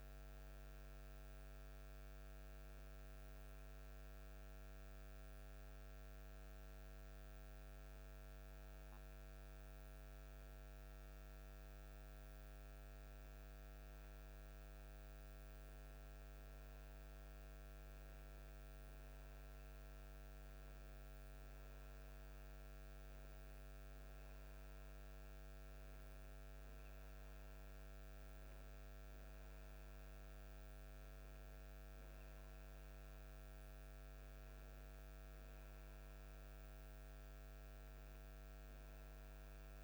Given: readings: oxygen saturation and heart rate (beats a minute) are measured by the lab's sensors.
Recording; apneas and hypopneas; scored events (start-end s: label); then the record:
breathing in sleep, hard to hear, by a microphone on the trachea; 1
2.00-16.00 s: hypopnea (oxygen 92% before, 89% lowest, heart rate 69 before, 52 extreme, up 3 after)
18.00-22.50 s: arousal
From the record:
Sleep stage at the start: N2 (light sleep); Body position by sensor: on the right side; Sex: male